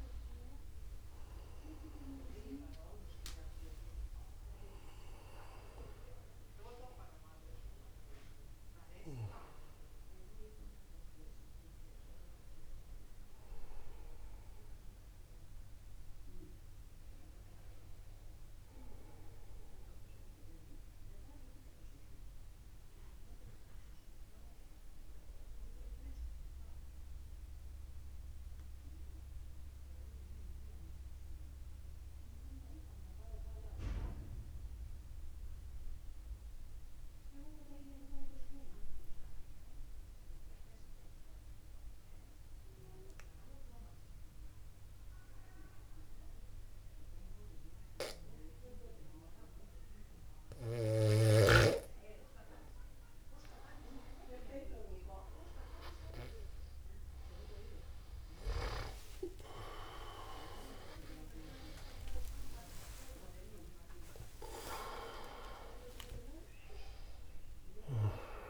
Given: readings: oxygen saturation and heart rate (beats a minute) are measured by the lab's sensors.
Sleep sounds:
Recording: a person partly awake in a sleep study, by a room microphone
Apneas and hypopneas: 1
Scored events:
2.00-6.50 s: arousal
26.00-52.00 s: mixed apnea (oxygen 98% before, 93% lowest, heart rate 51 before, 49 extreme, up 21 after)
27.00-44.00 s: oxygen desaturation (device-marked, oxygen 97% before, 93% lowest, heart rate 51 before, 49 extreme)
50.00-68.50 s: new sleep stage, awake
58.50-60.50 s: long interval between heartbeats (device-marked, heart rate 49 before, 61 extreme)
64.50-66.50 s: long interval between heartbeats (device-marked, heart rate 60 before, 148 extreme)
66.00-68.50 s: oxygen desaturation (device-marked, oxygen 97% before, 94% lowest, heart rate 70 before, 52 extreme)
From the record:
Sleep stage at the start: N2 (light sleep)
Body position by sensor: upright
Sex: male

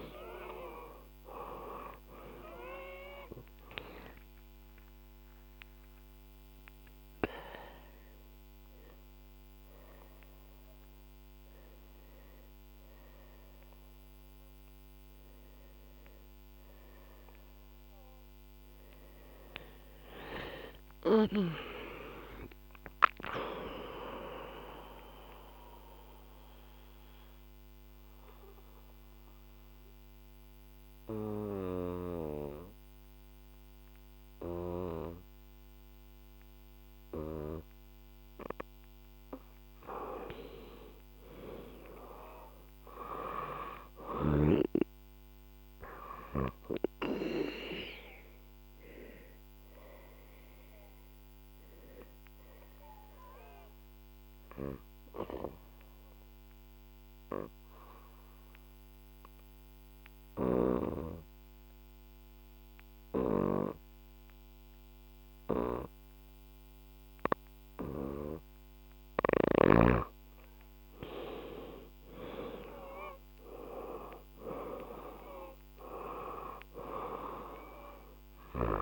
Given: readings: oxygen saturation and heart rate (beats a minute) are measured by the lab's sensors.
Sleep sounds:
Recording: breathing in sleep by a microphone on the trachea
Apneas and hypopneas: 2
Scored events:
1.00-7.50 s: arousal
25.50-39.50 s: obstructive apnea (oxygen 97% before, 92% lowest, heart rate 70 before, 61 extreme, up 9 after)
41.50-44.50 s: arousal
44.00-57.00 s: oxygen desaturation (device-marked, oxygen 99% before, 94% lowest, heart rate 66 before, 63 extreme)
48.50-67.50 s: obstructive apnea (oxygen 99% before, 89% lowest, heart rate 65 before, 63 extreme, up 9 after)
70.50-74.00 s: arousal
71.00-78.82 s: oxygen desaturation (device-marked, oxygen 98% before, 92% lowest, heart rate 66 before, 64 extreme)
From the record:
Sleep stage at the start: N2 (light sleep)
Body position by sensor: on the back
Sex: female

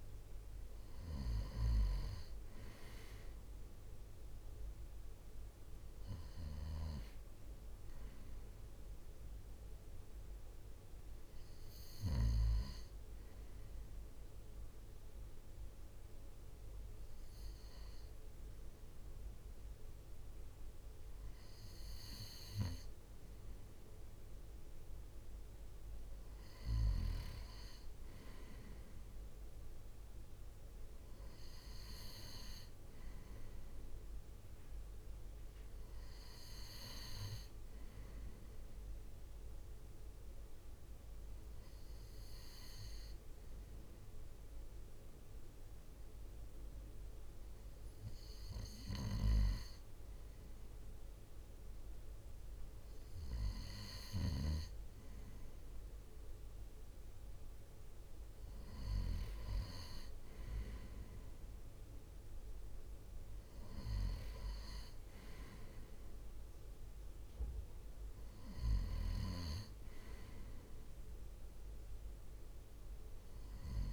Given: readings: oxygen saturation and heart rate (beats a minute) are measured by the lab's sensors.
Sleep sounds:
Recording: breathing in sleep by a room microphone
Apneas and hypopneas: none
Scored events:
8.00-19.00 s: drop in pulse transit time (device-marked, heart rate 62 before, 61 extreme)
63.00-73.93 s: drop in pulse transit time (device-marked, heart rate 59 before, 60 extreme)
From the record:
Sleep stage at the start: N2 (light sleep)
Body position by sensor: on the right side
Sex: male

